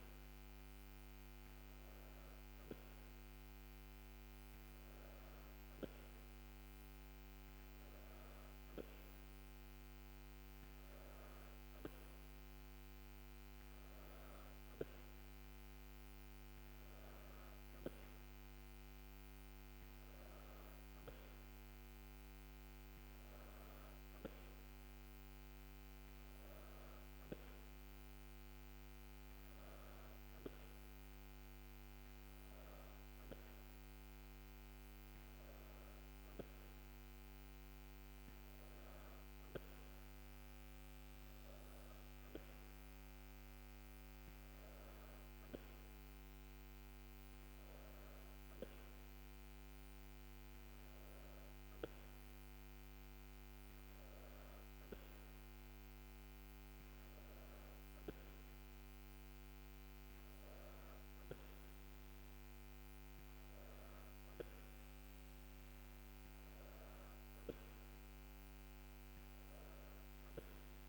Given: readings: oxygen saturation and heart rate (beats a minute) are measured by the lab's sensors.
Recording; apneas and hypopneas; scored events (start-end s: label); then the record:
breathing in sleep, hard to hear, by a microphone on the trachea; none
none scored
From the record:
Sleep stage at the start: N2 (light sleep); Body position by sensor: on the back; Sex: female